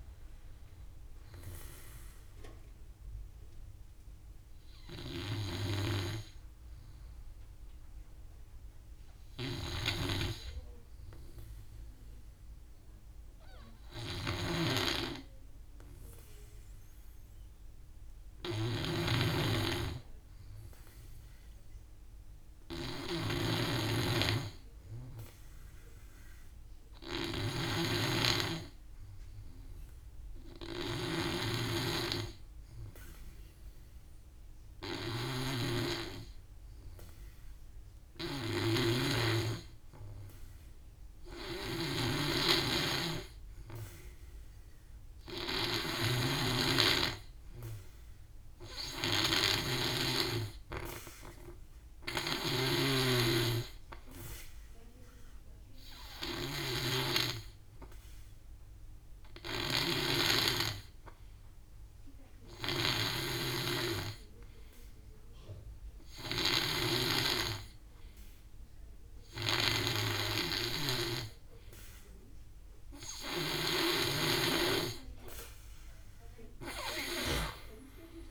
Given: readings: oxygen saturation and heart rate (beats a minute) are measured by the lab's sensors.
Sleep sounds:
breathing in sleep by a room microphone; 1
0.00-1.50 s: arousal
0.00-17.00 s: oxygen desaturation (device-marked, oxygen 97% before, 92% lowest, heart rate 52 before, 52 extreme)
9.50-74.00 s: snoring (device-marked)
11.00-72.00 s: obstructive apnea (oxygen 97% before, 87% lowest, heart rate 53 before, 51 extreme, up 13 after)
23.00-61.00 s: oxygen desaturation (device-marked, oxygen 94% before, 87% lowest, heart rate 57 before, 55 extreme)
68.00-78.31 s: oxygen desaturation (device-marked, oxygen 91% before, 87% lowest, heart rate 63 before, 51 extreme)
From the record:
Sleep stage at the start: N2 (light sleep); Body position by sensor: on the back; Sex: male

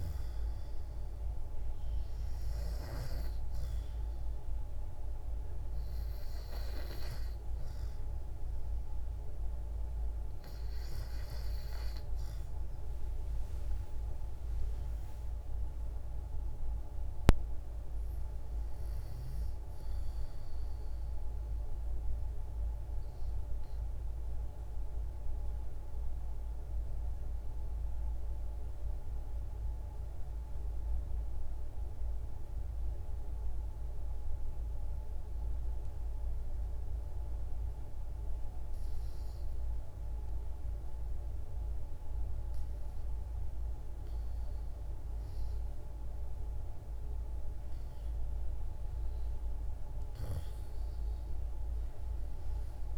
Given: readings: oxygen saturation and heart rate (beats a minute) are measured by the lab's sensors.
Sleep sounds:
breathing in sleep, hard to hear, by a room microphone; 1
0.00-13.50 s: oxygen desaturation (device-marked, oxygen 89% lowest, heart rate 56 extreme)
12.00-15.50 s: arousal
21.00-38.00 s: obstructive apnea (oxygen 94% before, 88% lowest, heart rate 70 before, 56 extreme, up 4 after)
40.50-43.50 s: arousal
43.50-52.98 s: oxygen desaturation (device-marked, oxygen 96% before, 89% lowest, heart rate 58 before, 62 extreme)
From the record:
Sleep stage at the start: REM sleep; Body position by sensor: on the back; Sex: female

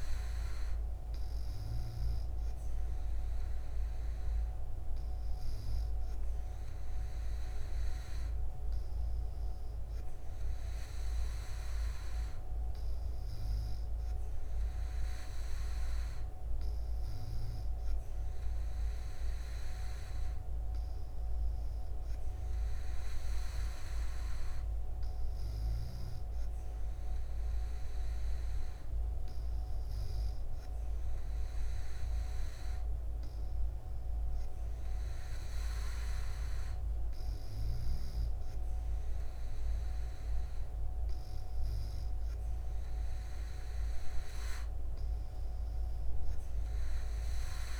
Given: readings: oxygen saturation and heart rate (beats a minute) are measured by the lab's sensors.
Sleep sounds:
breathing in sleep, hard to hear, by a room microphone; none
none scored
From the record:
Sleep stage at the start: N2 (light sleep); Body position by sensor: on the back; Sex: female

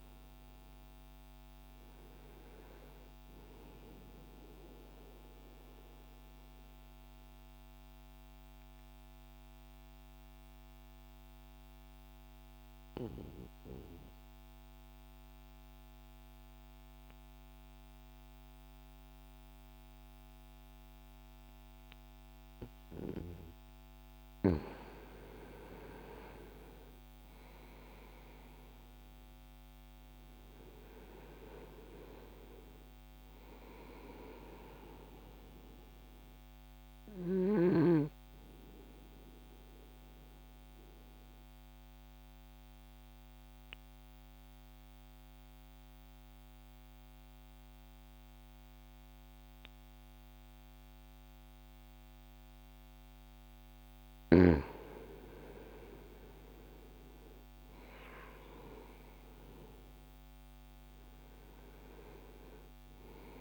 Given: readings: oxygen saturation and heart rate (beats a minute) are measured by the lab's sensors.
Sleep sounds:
breathing in sleep by a microphone on the trachea; 2
0.00-19.00 s: oxygen desaturation (device-marked, oxygen 83% lowest, heart rate 60 extreme)
5.50-24.00 s: mixed apnea (oxygen 98% before, 83% lowest, heart rate 61 before, 60 extreme, up 0 after)
25.50-31.00 s: arousal
32.00-53.00 s: oxygen desaturation (device-marked, oxygen 97% before, 85% lowest, heart rate 63 before, 60 extreme)
39.00-54.00 s: obstructive apnea (oxygen 97% before, 83% lowest, heart rate 62 before, 60 extreme, up 5 after)
55.00-60.00 s: arousal
From the record:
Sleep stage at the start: N2 (light sleep); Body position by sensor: on the right side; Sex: male

